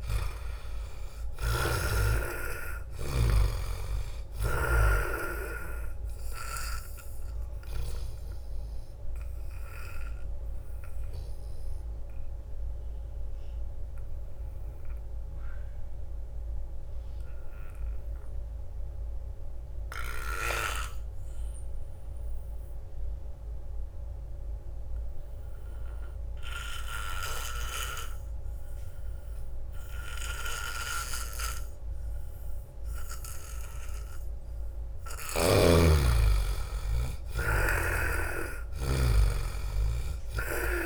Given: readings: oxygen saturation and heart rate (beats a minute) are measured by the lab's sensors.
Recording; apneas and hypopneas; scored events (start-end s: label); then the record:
breathing in sleep by a room microphone; 1
0.00-1.00 s: long interval between heartbeats (device-marked)
0.00-17.50 s: oxygen desaturation (device-marked, oxygen 80% lowest)
5.00-34.00 s: obstructive apnea (oxygen 97% before, 80% lowest)
15.00-17.00 s: long interval between heartbeats (device-marked)
27.00-35.50 s: snoring (device-marked)
30.50-40.86 s: oxygen desaturation (device-marked, oxygen 98% before, 80% lowest)
36.00-40.00 s: arousal
37.50-40.86 s: snoring (device-marked)
From the record:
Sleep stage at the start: N2 (light sleep); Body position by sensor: on the back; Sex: male